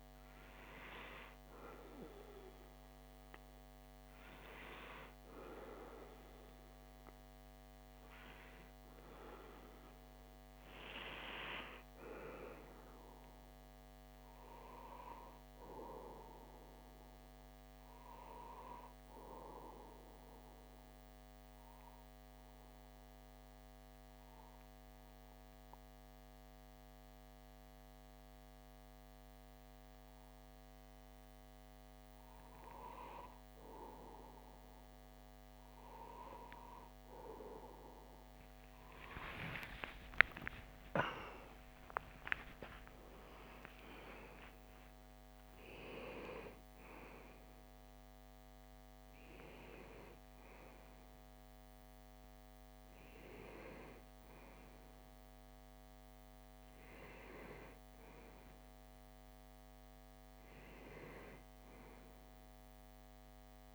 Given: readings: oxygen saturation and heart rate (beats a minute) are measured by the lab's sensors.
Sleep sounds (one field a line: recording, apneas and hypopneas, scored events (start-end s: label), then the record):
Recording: breathing in sleep by a microphone on the trachea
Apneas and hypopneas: 1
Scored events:
20.00-31.00 s: obstructive apnea (oxygen 95% before, 87% lowest)
37.50-43.00 s: arousal
From the record:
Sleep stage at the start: REM sleep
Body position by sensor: on the back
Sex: male